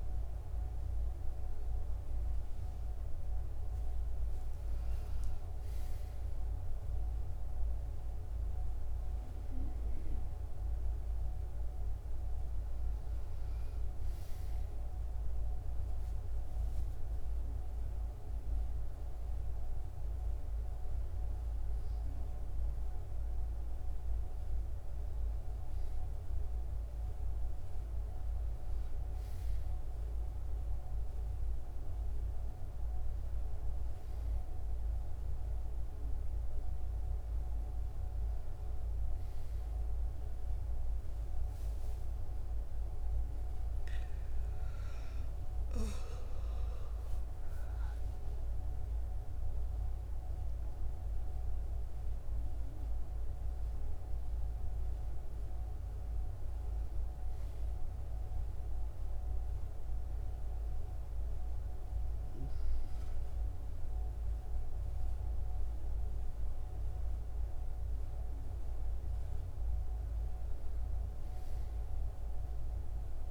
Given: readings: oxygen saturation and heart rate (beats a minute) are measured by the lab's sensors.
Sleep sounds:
breathing in sleep, hard to hear, by a room microphone; none
none scored
From the record:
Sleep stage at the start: N1 (lightest sleep); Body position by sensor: on the back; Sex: female

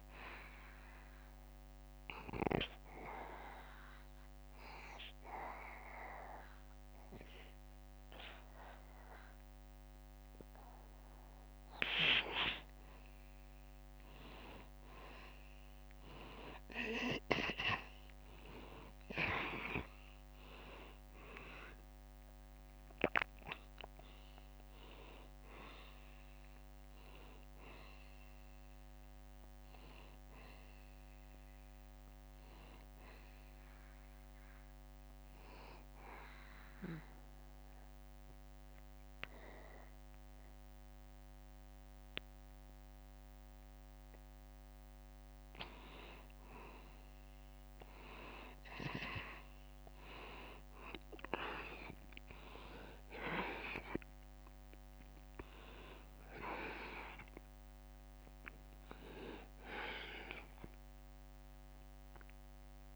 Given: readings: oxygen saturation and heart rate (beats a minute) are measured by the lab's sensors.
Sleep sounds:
breathing in sleep by a microphone on the trachea; 2
0.00-4.00 s: oxygen desaturation (device-marked, oxygen 91% lowest, heart rate 69 extreme)
1.50-12.00 s: obstructive apnea (oxygen 95% before, 89% lowest, heart rate 73 before, 69 extreme, up 5 after)
18.50-22.00 s: arousal
19.00-37.00 s: oxygen desaturation (device-marked, oxygen 95% before, 89% lowest, heart rate 72 before, 70 extreme)
35.00-45.50 s: obstructive apnea (oxygen 95% before, 89% lowest, heart rate 77 before, 70 extreme, up 2 after)
53.00-57.50 s: arousal
54.00-62.96 s: oxygen desaturation (device-marked, oxygen 95% before, 89% lowest, heart rate 73 before, 73 extreme)
From the record:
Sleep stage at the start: N2 (light sleep); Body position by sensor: on the back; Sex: male

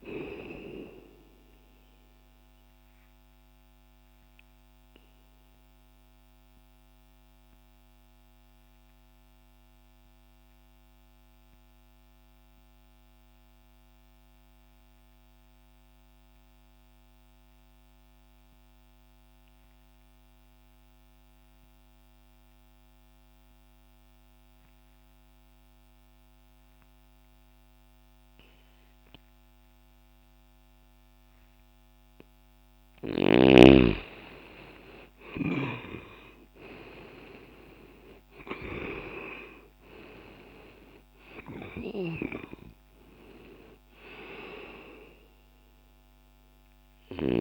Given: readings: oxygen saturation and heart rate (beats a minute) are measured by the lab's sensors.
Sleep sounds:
breathing in sleep by a microphone on the trachea; 1
0.00-26.50 s: oxygen desaturation (device-marked, oxygen 82% lowest, heart rate 60 extreme)
2.00-31.50 s: obstructive apnea (oxygen 95% before, 79% lowest, heart rate 60 before, 60 extreme, up 10 after)
31.50-42.50 s: oxygen desaturation (device-marked, oxygen 96% before, 89% lowest, heart rate 60 before, 60 extreme)
35.00-39.50 s: arousal
From the record:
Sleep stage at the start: N2 (light sleep); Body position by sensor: on the back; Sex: male

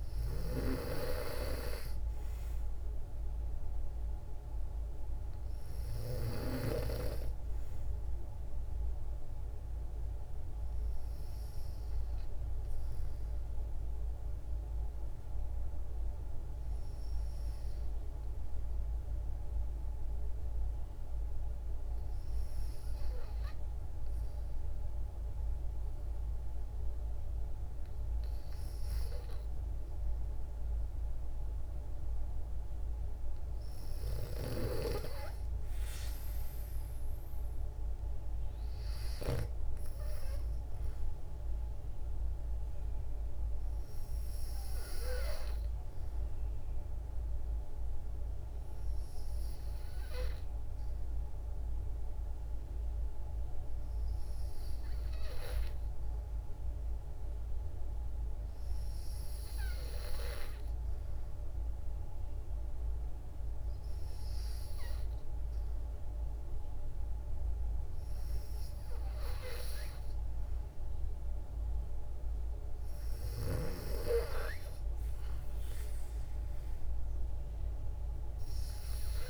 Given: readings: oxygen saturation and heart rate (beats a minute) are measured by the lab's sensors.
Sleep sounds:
breathing in sleep by a room microphone; 1
0.00-1.00 s: arousal
4.00-15.00 s: oxygen desaturation (device-marked, oxygen 94% before, 91% lowest, heart rate 59 before, 55 extreme)
12.50-28.50 s: hypopnea (oxygen 96% before, 92% lowest, heart rate 58 before, 56 extreme, up 2 after)
29.50-33.50 s: arousal
37.00-54.00 s: oxygen desaturation (device-marked, oxygen 96% before, 92% lowest, heart rate 58 before, 56 extreme)
68.50-71.50 s: arousal
From the record:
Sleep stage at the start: N2 (light sleep); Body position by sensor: on the back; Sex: female

